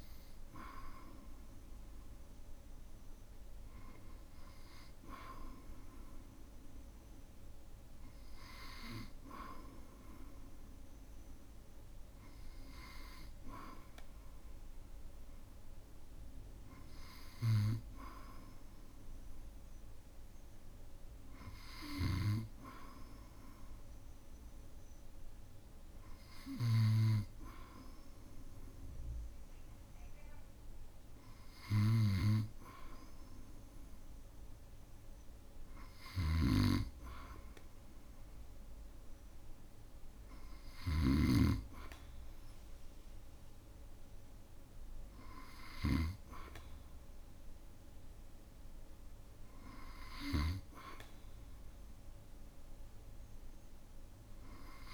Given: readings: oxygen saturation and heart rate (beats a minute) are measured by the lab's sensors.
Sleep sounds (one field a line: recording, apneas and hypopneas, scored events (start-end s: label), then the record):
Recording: breathing in sleep by a room microphone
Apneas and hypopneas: none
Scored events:
22.00-27.00 s: snoring (device-marked)
36.00-50.50 s: snoring (device-marked)
From the record:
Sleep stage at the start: N2 (light sleep)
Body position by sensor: on the back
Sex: male